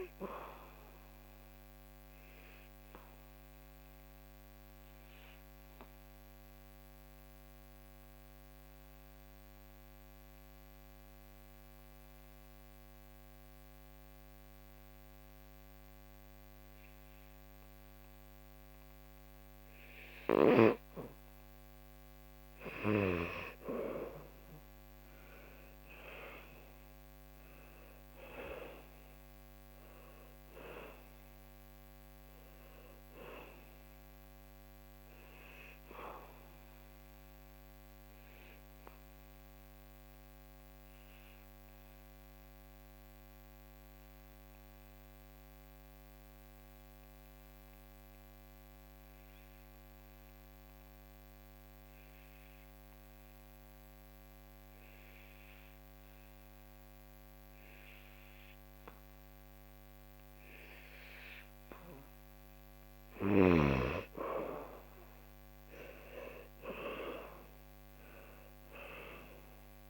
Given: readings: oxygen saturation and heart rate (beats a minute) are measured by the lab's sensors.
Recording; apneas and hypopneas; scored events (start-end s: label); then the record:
breathing in sleep by a microphone on the trachea; 2
0.00-18.50 s: oxygen desaturation (device-marked, oxygen 87% lowest, heart rate 70 extreme)
0.50-20.00 s: obstructive apnea (oxygen 98% before, 86% lowest, heart rate 74 before, 70 extreme, up 8 after)
22.00-26.50 s: arousal
34.50-47.50 s: oxygen desaturation (device-marked, oxygen 97% before, 89% lowest, heart rate 75 before, 70 extreme)
36.50-61.50 s: obstructive apnea (oxygen 99% before, 86% lowest, heart rate 76 before, 70 extreme, up 8 after)
58.50-69.90 s: oxygen desaturation (device-marked, oxygen 98% before, 86% lowest, heart rate 73 before, 70 extreme)
64.00-68.00 s: arousal
From the record:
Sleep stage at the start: N2 (light sleep); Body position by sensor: on the back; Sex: male